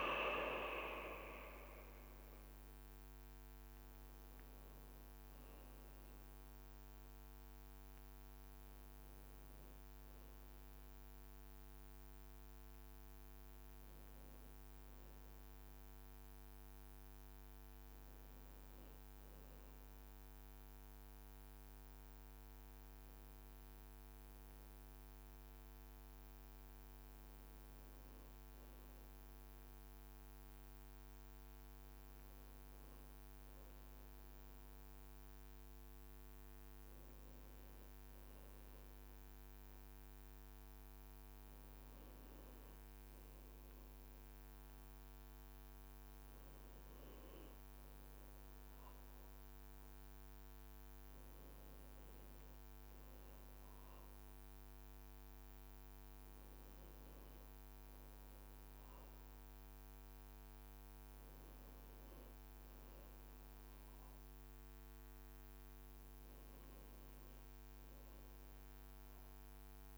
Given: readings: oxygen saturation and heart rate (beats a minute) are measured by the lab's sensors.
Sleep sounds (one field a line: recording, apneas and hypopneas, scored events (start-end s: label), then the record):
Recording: breathing in sleep, hard to hear, by a microphone on the trachea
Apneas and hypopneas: none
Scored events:
none scored
From the record:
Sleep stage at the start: N1 (lightest sleep)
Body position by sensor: on the back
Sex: male